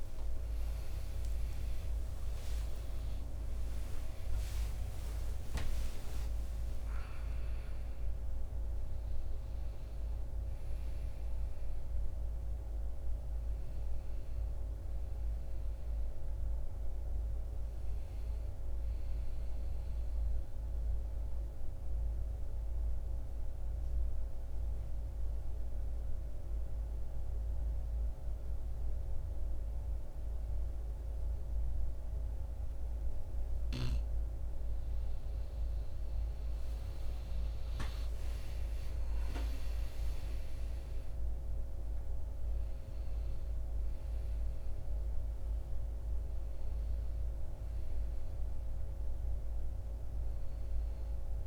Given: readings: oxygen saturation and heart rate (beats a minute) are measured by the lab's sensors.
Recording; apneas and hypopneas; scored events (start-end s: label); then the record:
breathing in sleep, hard to hear, by a room microphone; 1
0.50-6.00 s: arousal
20.00-33.00 s: obstructive apnea (oxygen 95% before, 89% lowest, heart rate 82 before, 54 extreme, up 6 after)
36.00-41.00 s: arousal
41.00-51.47 s: oxygen desaturation (device-marked, oxygen 97% before, 89% lowest, heart rate 56 before, 55 extreme)
From the record:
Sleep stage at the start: N2 (light sleep); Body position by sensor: on the back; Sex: male